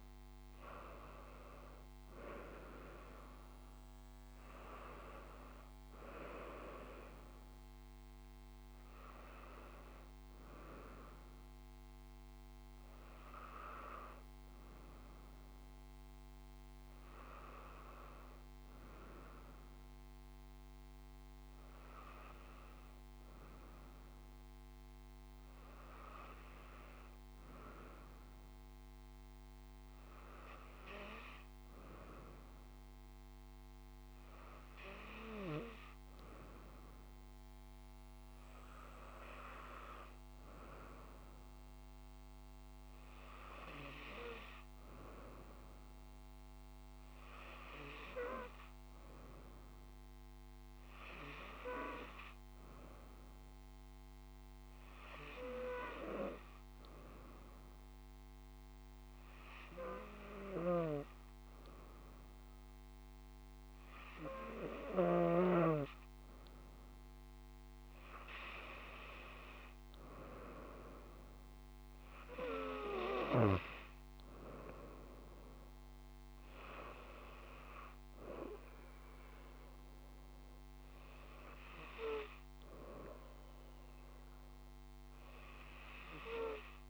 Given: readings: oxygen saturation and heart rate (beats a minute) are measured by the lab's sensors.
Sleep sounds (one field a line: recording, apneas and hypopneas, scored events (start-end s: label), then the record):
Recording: breathing in sleep by a microphone on the trachea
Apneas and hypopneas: 1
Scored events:
52.50-66.50 s: hypopnea (oxygen 97% before, 94% lowest, heart rate 66 before, 65 extreme, up 6 after)
68.00-71.50 s: arousal
From the record:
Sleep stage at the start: N2 (light sleep)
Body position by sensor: on the right side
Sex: female